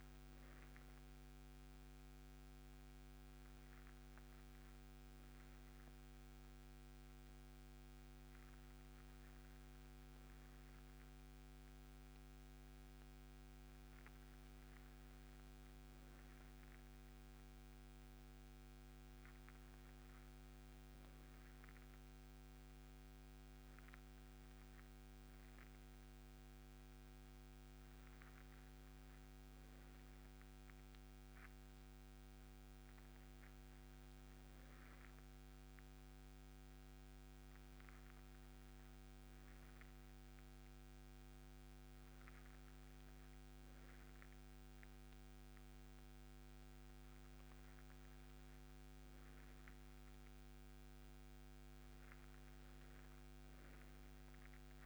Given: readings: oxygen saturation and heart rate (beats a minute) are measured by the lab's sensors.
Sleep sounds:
breathing in sleep, hard to hear, by a microphone on the trachea; none
none scored
From the record:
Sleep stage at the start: N2 (light sleep); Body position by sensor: on the right side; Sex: male

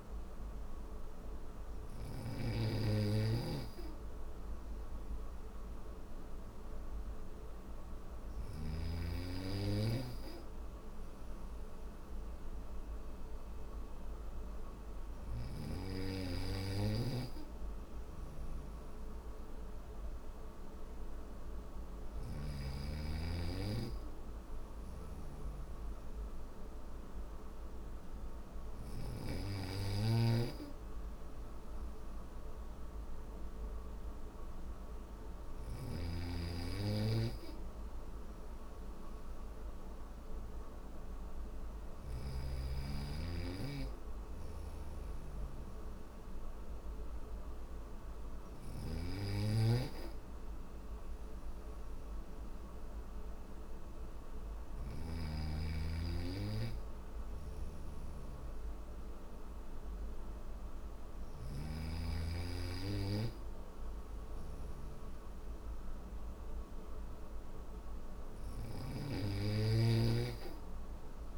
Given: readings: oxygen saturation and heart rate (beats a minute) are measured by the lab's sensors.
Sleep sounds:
breathing in sleep by a room microphone; none
1.00-7.50 s: snoring (device-marked)
43.50-54.00 s: snoring (device-marked)
From the record:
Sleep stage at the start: N1 (lightest sleep); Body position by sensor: on the back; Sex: male

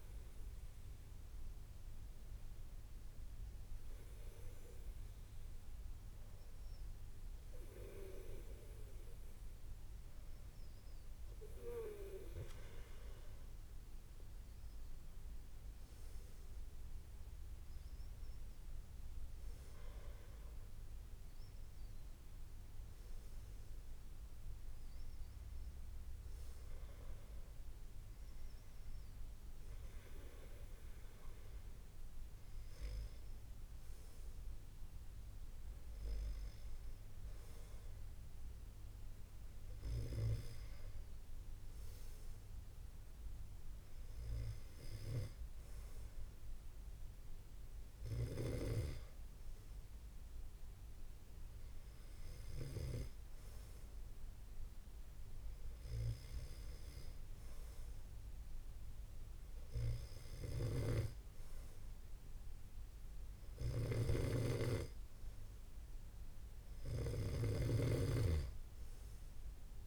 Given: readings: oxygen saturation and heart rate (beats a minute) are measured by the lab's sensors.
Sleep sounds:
breathing in sleep by a room microphone; none
60.00-67.50 s: snoring (device-marked)
From the record:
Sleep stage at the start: N2 (light sleep); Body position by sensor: on the back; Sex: male

